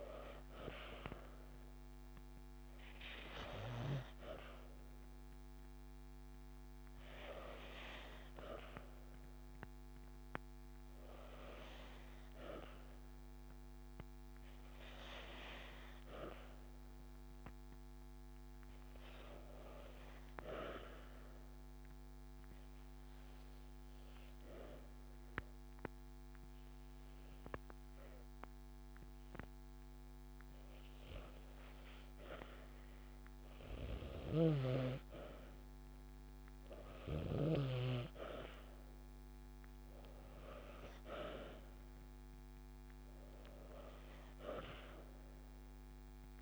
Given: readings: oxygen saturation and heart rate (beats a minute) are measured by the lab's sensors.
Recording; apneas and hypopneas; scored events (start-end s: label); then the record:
breathing in sleep by a microphone on the trachea; 1
0.00-13.00 s: oxygen desaturation (device-marked, oxygen 86% lowest)
14.00-17.50 s: arousal
20.50-32.50 s: obstructive apnea (oxygen 97% before, 89% lowest)
36.50-39.50 s: arousal
41.00-46.42 s: oxygen desaturation (device-marked, oxygen 96% before, 91% lowest)
From the record:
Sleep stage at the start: N2 (light sleep); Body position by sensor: on the back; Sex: female